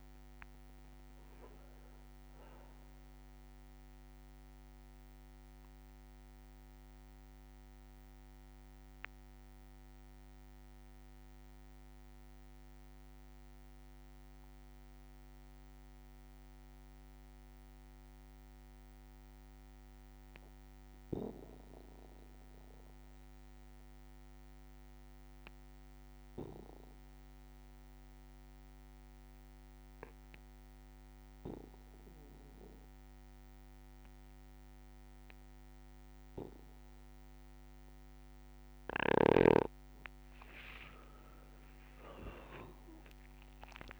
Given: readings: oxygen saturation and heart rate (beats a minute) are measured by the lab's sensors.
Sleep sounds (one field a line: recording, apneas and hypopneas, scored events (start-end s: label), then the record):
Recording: breathing in sleep by a microphone on the trachea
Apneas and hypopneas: 1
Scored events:
0.00-20.00 s: oxygen desaturation (device-marked, oxygen 88% lowest, heart rate 58 extreme)
3.00-5.00 s: long interval between heartbeats (device-marked, heart rate 84 before, 91 extreme)
4.50-38.50 s: obstructive apnea (oxygen 99% before, 88% lowest, heart rate 85 before, 58 extreme, up 32 after)
7.00-19.00 s: bradycardia (device-marked, heart rate 67 before, 58 extreme)
33.00-43.99 s: oxygen desaturation (device-marked, oxygen 99% before, 90% lowest, heart rate 60 before, 58 extreme)
40.50-42.50 s: long interval between heartbeats (device-marked, heart rate 61 before, 71 extreme)
40.50-43.99 s: arousal
42.50-43.99 s: long interval between heartbeats (device-marked, heart rate 62 before, 78 extreme)
From the record:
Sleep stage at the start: N2 (light sleep)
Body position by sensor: on the back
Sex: male